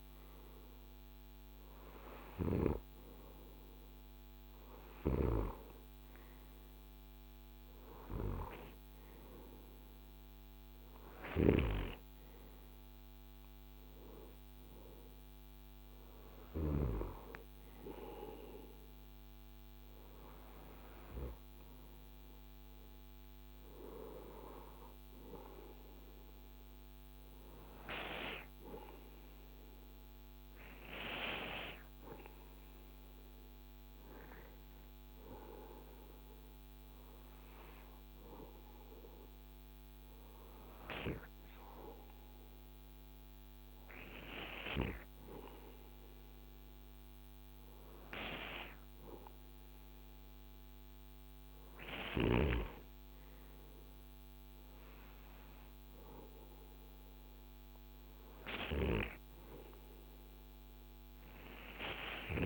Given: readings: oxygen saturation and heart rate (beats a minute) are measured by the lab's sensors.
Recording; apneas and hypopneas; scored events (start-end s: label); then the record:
breathing in sleep by a microphone on the trachea; none
0.00-4.50 s: snoring (device-marked)
10.50-16.00 s: snoring (device-marked)
From the record:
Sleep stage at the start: REM sleep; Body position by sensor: on the right side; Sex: male